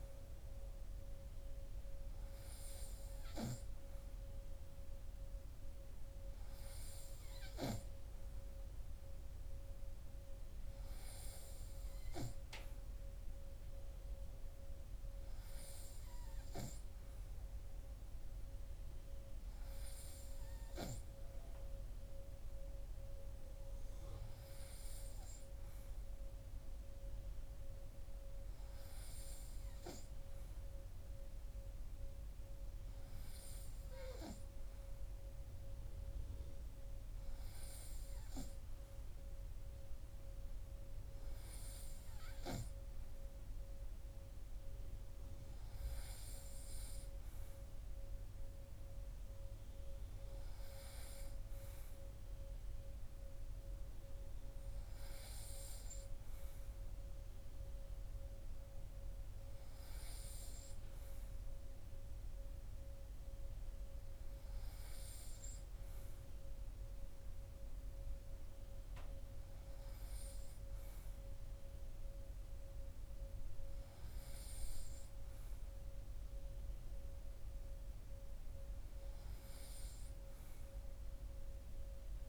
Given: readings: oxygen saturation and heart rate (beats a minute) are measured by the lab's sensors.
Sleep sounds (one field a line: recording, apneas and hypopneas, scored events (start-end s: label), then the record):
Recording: breathing in sleep by a room microphone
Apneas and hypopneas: none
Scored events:
none scored
From the record:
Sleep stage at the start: N3 (deep sleep)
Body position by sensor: on the right side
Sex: male